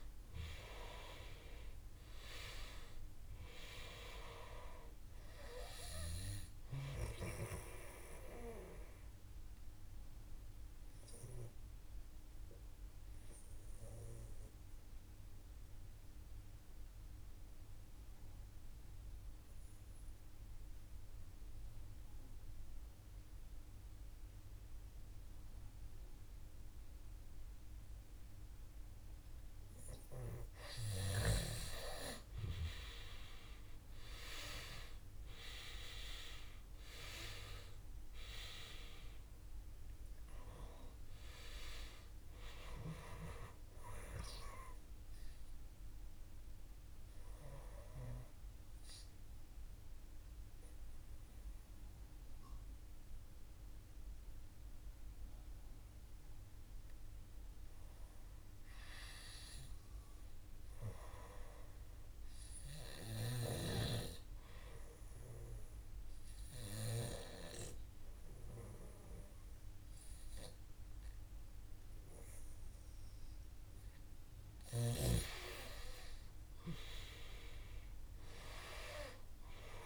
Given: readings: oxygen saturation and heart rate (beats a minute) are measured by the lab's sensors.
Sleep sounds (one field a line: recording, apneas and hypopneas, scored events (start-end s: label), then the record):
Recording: breathing in sleep by a room microphone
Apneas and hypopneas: 2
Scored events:
0.00-1.50 s: arousal
7.00-28.00 s: obstructive apnea (oxygen 98% before, 89% lowest, heart rate 58 before, 55 extreme, up 1 after)
32.50-37.00 s: arousal
35.00-62.00 s: oxygen desaturation (device-marked, oxygen 97% before, 89% lowest, heart rate 57 before, 53 extreme)
43.50-56.00 s: obstructive apnea (oxygen 97% before, 89% lowest, heart rate 57 before, 53 extreme, up 2 after)
63.00-67.00 s: arousal
From the record:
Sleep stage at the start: N2 (light sleep)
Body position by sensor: on the back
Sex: male